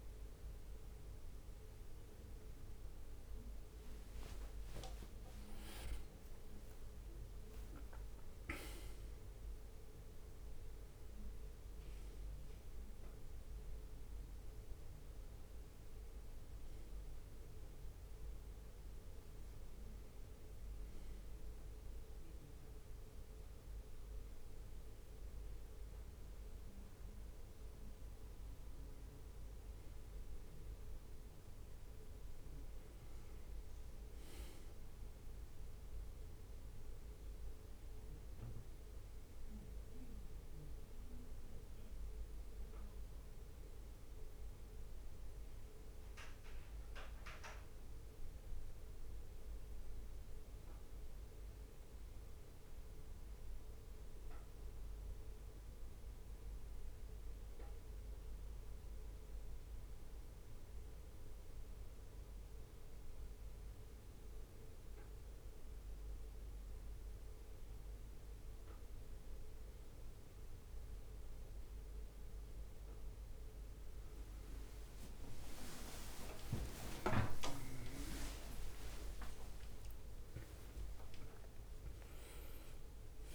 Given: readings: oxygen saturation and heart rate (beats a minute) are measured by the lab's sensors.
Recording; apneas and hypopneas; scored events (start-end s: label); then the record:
breathing in sleep by a room microphone; 1
3.00-6.50 s: arousal
52.50-69.00 s: hypopnea (oxygen 98% before, 95% lowest, heart rate 61 before, 61 extreme, up 4 after)
73.50-81.50 s: leg movement (device-marked)
75.00-80.50 s: arousal
From the record:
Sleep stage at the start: N1 (lightest sleep); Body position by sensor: on the back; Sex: male